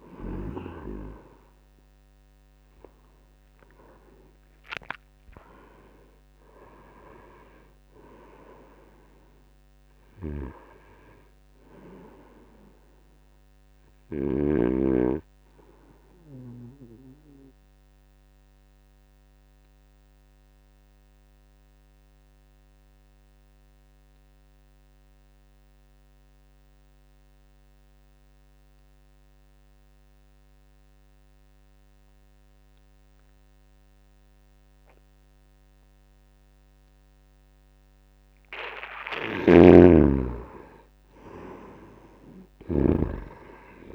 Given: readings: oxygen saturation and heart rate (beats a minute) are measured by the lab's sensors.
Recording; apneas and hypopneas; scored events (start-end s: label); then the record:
breathing in sleep by a microphone on the trachea; 1
0.00-17.50 s: oxygen desaturation (device-marked, oxygen 85% lowest, heart rate 73 extreme)
17.50-37.50 s: obstructive apnea (oxygen 95% before, 87% lowest, heart rate 82 before, 75 extreme, up 2 after)
35.50-43.95 s: oxygen desaturation (device-marked, oxygen 98% before, 88% lowest, heart rate 78 before, 70 extreme)
39.00-43.00 s: snoring (device-marked)
39.50-43.00 s: arousal
From the record:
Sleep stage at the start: N2 (light sleep); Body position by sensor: on the back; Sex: male